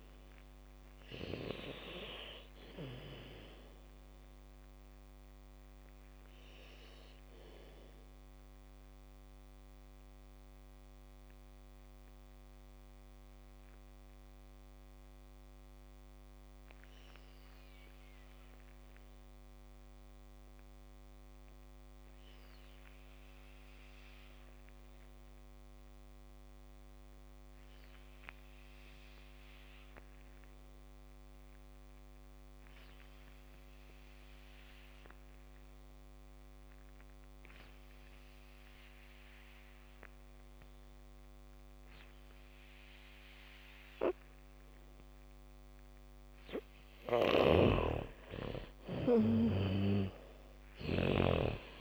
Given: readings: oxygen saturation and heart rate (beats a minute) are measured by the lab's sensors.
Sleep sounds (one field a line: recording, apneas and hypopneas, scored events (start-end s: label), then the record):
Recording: breathing in sleep by a microphone on the trachea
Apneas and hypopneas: 1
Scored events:
0.00-21.50 s: oxygen desaturation (device-marked, oxygen 78% lowest, heart rate 53 extreme)
6.50-46.00 s: mixed apnea (oxygen 97% before, 78% lowest, heart rate 68 before, 46 extreme, up 2 after)
28.50-51.81 s: oxygen desaturation (device-marked, oxygen 99% before, 78% lowest, heart rate 77 before, 46 extreme)
38.50-40.50 s: bradycardia (device-marked, heart rate 70 before, 61 extreme)
42.50-50.50 s: bradycardia (device-marked, heart rate 70 before, 46 extreme)
47.50-51.81 s: snoring (device-marked)
48.50-51.81 s: arousal
From the record:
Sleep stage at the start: N2 (light sleep)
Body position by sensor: on the back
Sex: female